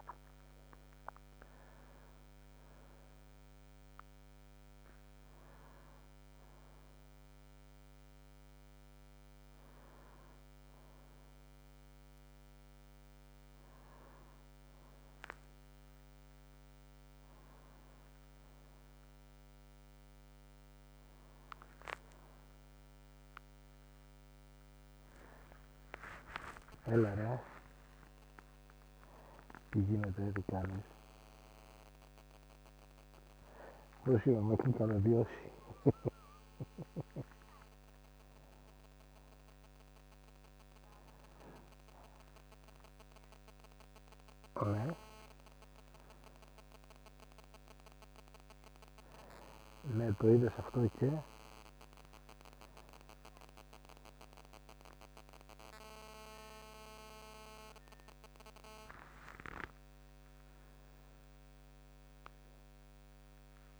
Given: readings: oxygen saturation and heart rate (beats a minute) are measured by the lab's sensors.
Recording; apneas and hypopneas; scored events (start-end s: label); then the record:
a person awake in a sleep study, by a microphone on the trachea; none
none scored
From the record:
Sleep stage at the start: awake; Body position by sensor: on the back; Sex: male